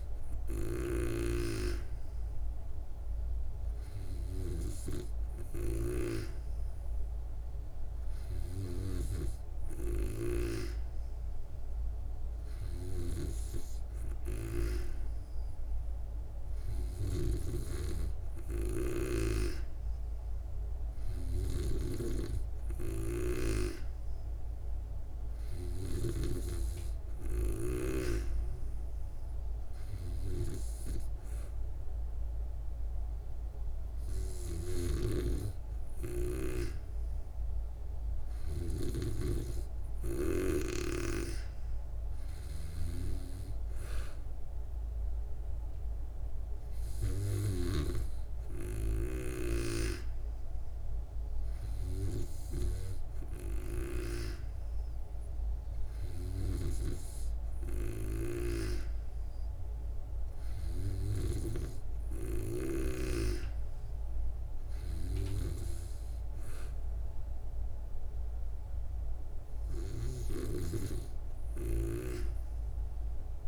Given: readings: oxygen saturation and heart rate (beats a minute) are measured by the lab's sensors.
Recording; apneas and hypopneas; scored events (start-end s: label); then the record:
breathing in sleep by a room microphone; none
5.50-10.50 s: snoring (device-marked)
18.00-73.47 s: new sleep stage, N3 (deep sleep)
21.50-28.00 s: snoring (device-marked)
34.50-39.00 s: snoring (device-marked)
70.50-73.47 s: snoring (device-marked)
From the record:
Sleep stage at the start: N2 (light sleep); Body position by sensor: on the back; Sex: female